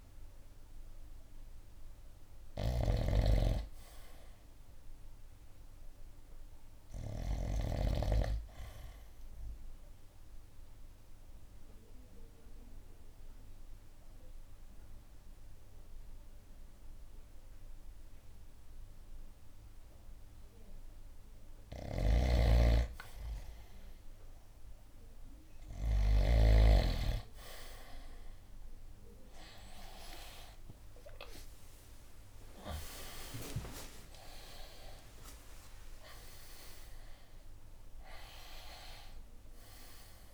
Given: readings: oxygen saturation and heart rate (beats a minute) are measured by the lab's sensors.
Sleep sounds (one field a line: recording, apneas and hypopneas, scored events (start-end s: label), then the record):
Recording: breathing in sleep by a room microphone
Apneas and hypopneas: 1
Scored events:
2.50-8.00 s: snoring (device-marked)
4.50-7.50 s: arousal
5.00-15.00 s: drop in pulse transit time (device-marked, heart rate 69 before, 69 extreme)
10.00-21.50 s: obstructive apnea (oxygen 95% before, 88% lowest, heart rate 69 before, 62 extreme, up 14 after)
22.00-26.50 s: snoring (device-marked)
22.00-35.00 s: oxygen desaturation (device-marked, oxygen 95% before, 91% lowest, heart rate 69 before, 75 extreme)
29.00-40.33 s: drop in pulse transit time (device-marked, heart rate 69 before, 76 extreme)
31.50-36.50 s: arousal
From the record:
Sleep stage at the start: N2 (light sleep)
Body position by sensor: on the right side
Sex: male